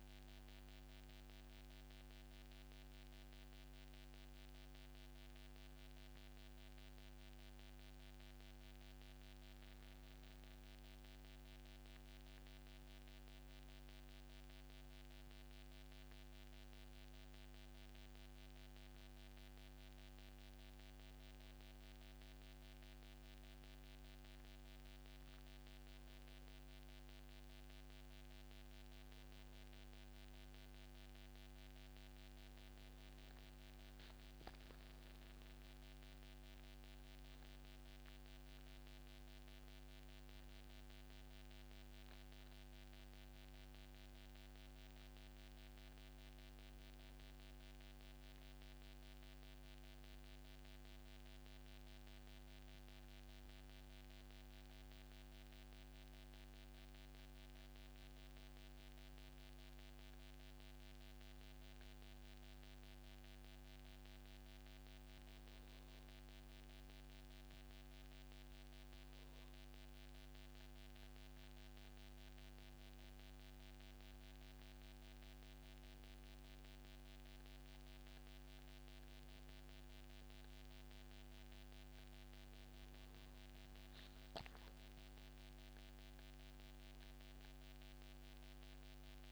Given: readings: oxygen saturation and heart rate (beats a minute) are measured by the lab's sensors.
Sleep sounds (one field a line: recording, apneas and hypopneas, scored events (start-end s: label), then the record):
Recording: breathing in sleep, hard to hear, by a microphone on the trachea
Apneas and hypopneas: 1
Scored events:
0.00-6.00 s: oxygen desaturation (device-marked, oxygen 93% lowest, heart rate 141 extreme)
2.00-30.50 s: hypopnea (oxygen 98% before, 93% lowest, heart rate 142 before, 141 extreme, up 0 after)
34.00-38.50 s: arousal
84.50-89.32 s: arousal
From the record:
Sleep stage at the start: N1 (lightest sleep)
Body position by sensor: on the back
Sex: male